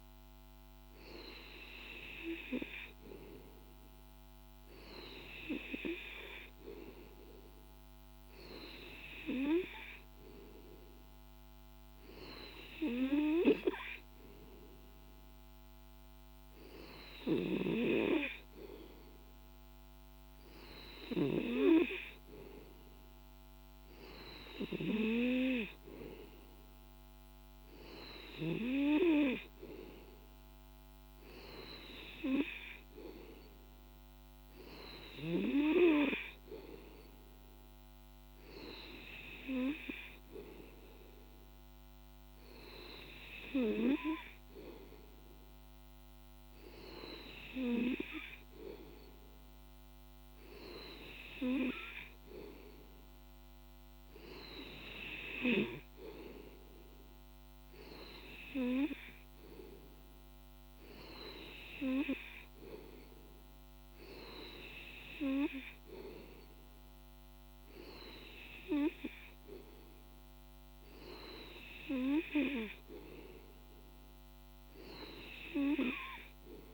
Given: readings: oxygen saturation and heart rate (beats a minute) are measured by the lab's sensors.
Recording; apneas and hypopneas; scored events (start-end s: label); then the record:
breathing in sleep by a microphone on the trachea; none
none scored
From the record:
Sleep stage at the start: N2 (light sleep); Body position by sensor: on the back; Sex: male